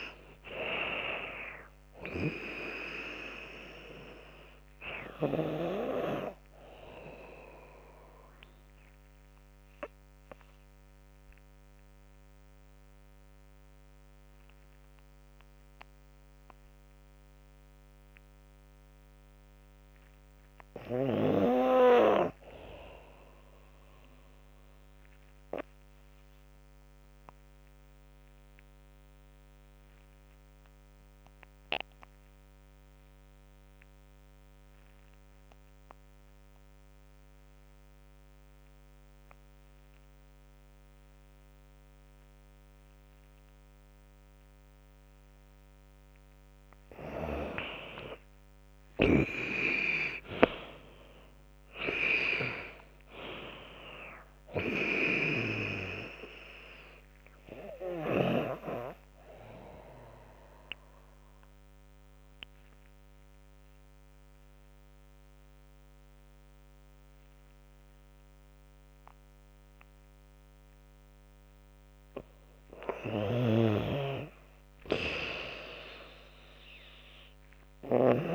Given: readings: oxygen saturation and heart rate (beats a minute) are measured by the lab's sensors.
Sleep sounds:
breathing in sleep by a microphone on the trachea; 3
0.00-1.50 s: long interval between heartbeats (device-marked, heart rate 94 extreme)
0.00-8.00 s: drop in pulse transit time (device-marked, heart rate 80 extreme)
0.00-20.00 s: oxygen desaturation (device-marked, oxygen 88% lowest, heart rate 79 extreme)
8.00-19.00 s: obstructive apnea (oxygen 98% before, 84% lowest, heart rate 96 before, 79 extreme, up 32 after)
8.50-10.50 s: long interval between heartbeats (device-marked, heart rate 96 before, 88 extreme)
19.00-25.00 s: tachycardia (device-marked, heart rate 95 before, 111 extreme)
19.50-21.50 s: long interval between heartbeats (device-marked, heart rate 88 before, 91 extreme)
22.00-24.50 s: arousal
22.50-24.50 s: long interval between heartbeats (device-marked, heart rate 88 before, 101 extreme)
24.50-26.50 s: long interval between heartbeats (device-marked, heart rate 88 before, 106 extreme)
28.00-46.00 s: obstructive apnea (oxygen 99% before, 84% lowest, heart rate 92 before, 70 extreme, up 21 after)
31.50-33.50 s: long interval between heartbeats (device-marked, heart rate 92 before, 90 extreme)
34.00-36.00 s: tachycardia (device-marked, heart rate 95 before, 99 extreme)
34.00-70.00 s: oxygen desaturation (device-marked, oxygen 98% before, 84% lowest, heart rate 93 before, 70 extreme)
34.50-36.50 s: long interval between heartbeats (device-marked, heart rate 93 before, 98 extreme)
37.50-39.50 s: long interval between heartbeats (device-marked, heart rate 96 before, 107 extreme)
46.50-48.50 s: long interval between heartbeats (device-marked, heart rate 93 before, 82 extreme)
47.00-61.00 s: drop in pulse transit time (device-marked, heart rate 92 before, 82 extreme)
48.00-52.00 s: arousal
60.00-62.00 s: long interval between heartbeats (device-marked, heart rate 86 before, 88 extreme)
61.00-72.00 s: obstructive apnea (oxygen 96% before, 84% lowest, heart rate 85 before, 74 extreme, up 14 after)
72.00-74.00 s: long interval between heartbeats (device-marked, heart rate 87 before, 89 extreme)
73.00-78.00 s: snoring (device-marked)
73.50-76.50 s: arousal
From the record:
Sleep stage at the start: N2 (light sleep); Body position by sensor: on the back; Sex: female

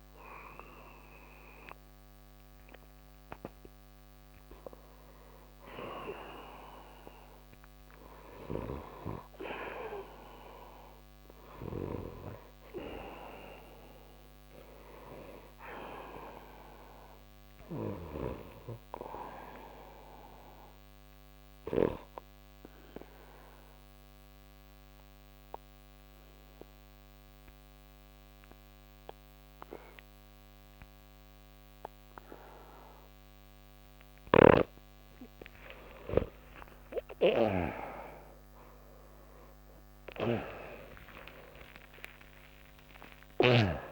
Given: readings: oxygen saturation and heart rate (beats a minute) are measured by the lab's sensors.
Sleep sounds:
a person partly awake in a sleep study, by a microphone on the trachea; 1
15.50-43.92 s: new sleep stage, N2 (light sleep)
22.50-35.00 s: obstructive apnea (oxygen 97% before, 90% lowest)
36.00-41.50 s: arousal
From the record:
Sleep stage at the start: awake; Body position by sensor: on the right side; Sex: male

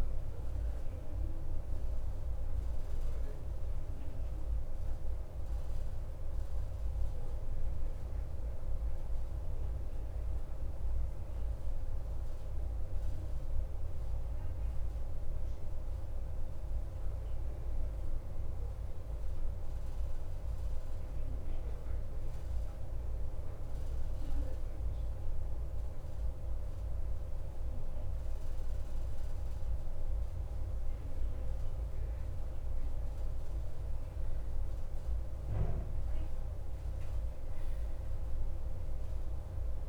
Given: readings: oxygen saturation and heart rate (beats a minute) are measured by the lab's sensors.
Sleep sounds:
breathing in sleep, hard to hear, by a room microphone; 1
0.00-17.50 s: oxygen desaturation (device-marked, oxygen 87% lowest, heart rate 50 extreme)
0.50-28.50 s: obstructive apnea (oxygen 93% before, 87% lowest, heart rate 58 before, 50 extreme, up 5 after)
31.50-37.50 s: arousal
From the record:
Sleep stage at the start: N2 (light sleep); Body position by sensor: on the right side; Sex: male

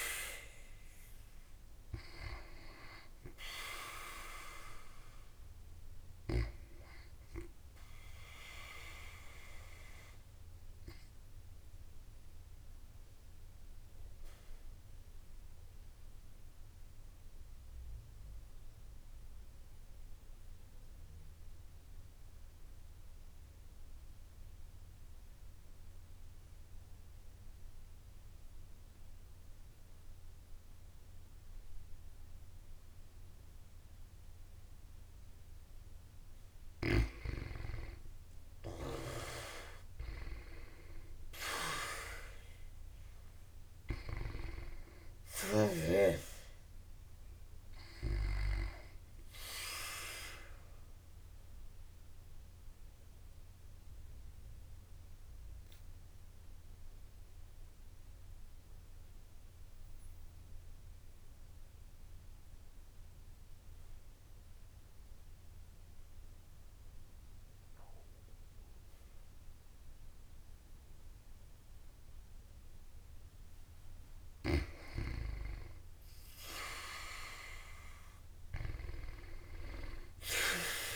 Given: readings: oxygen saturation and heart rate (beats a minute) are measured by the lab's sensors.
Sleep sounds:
breathing in sleep by a room microphone; 2
0.00-2.50 s: oxygen desaturation (device-marked, oxygen 91% lowest, heart rate 54 extreme)
8.50-35.50 s: obstructive apnea (oxygen 96% before, 89% lowest, heart rate 56 before, 50 extreme, up 18 after)
29.50-44.50 s: oxygen desaturation (device-marked, oxygen 96% before, 89% lowest, heart rate 56 before, 50 extreme)
38.50-42.00 s: arousal
51.50-72.00 s: obstructive apnea (oxygen 97% before, 89% lowest, heart rate 61 before, 51 extreme, up 34 after)
72.50-80.95 s: oxygen desaturation (device-marked, oxygen 96% before, 90% lowest, heart rate 54 before, 50 extreme)
75.00-78.00 s: arousal
From the record:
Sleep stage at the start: N2 (light sleep); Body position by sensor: on the back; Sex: female

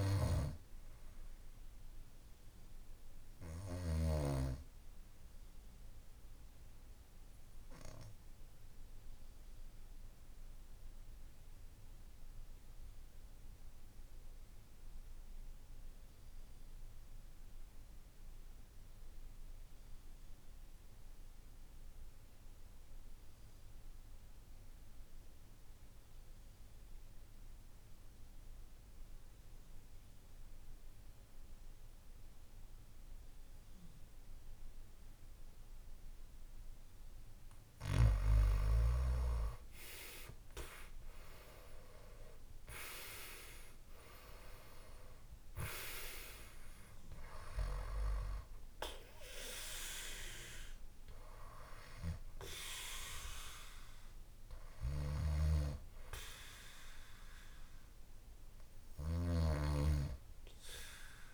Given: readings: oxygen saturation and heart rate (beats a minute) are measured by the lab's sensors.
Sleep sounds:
breathing in sleep by a room microphone; 1
0.00-17.50 s: oxygen desaturation (device-marked, oxygen 88% lowest, heart rate 53 extreme)
6.50-36.50 s: obstructive apnea (oxygen 98% before, 85% lowest, heart rate 58 before, 53 extreme, up 7 after)
36.50-61.33 s: oxygen desaturation (device-marked, oxygen 97% before, 85% lowest, heart rate 56 before, 56 extreme)
40.00-44.50 s: arousal
54.50-59.00 s: snoring (device-marked)
From the record:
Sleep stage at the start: N2 (light sleep); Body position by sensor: on the back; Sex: male

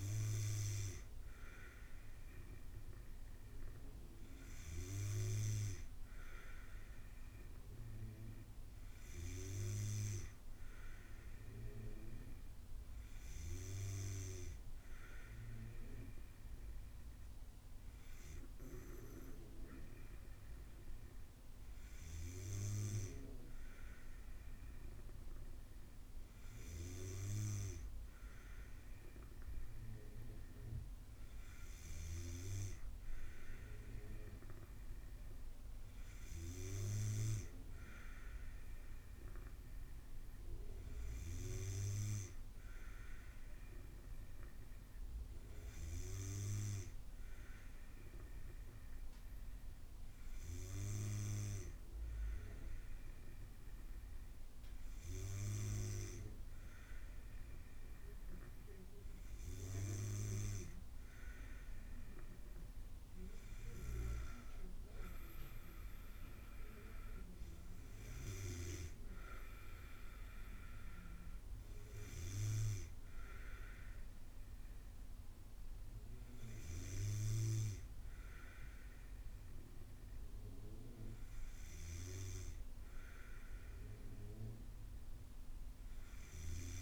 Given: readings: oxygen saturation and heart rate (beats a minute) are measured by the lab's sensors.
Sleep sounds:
breathing in sleep by a room microphone; none
none scored
From the record:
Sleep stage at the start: N2 (light sleep); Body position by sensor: on the back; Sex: female

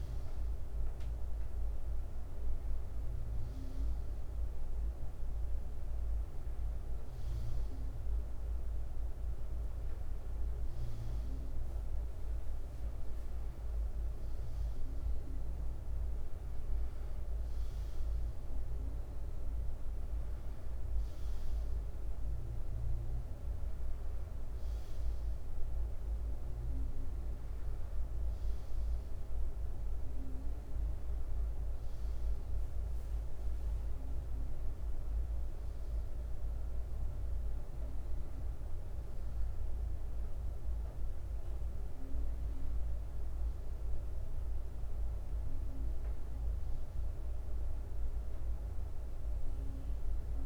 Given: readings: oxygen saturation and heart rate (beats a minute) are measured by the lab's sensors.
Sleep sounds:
breathing in sleep, hard to hear, by a room microphone; none
0.00-9.00 s: bradycardia (device-marked, heart rate 56 extreme)
20.00-33.00 s: bradycardia (device-marked, heart rate 66 before, 55 extreme)
47.00-50.46 s: bradycardia (device-marked, heart rate 66 before, 56 extreme)
From the record:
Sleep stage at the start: N2 (light sleep); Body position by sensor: on the front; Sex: male

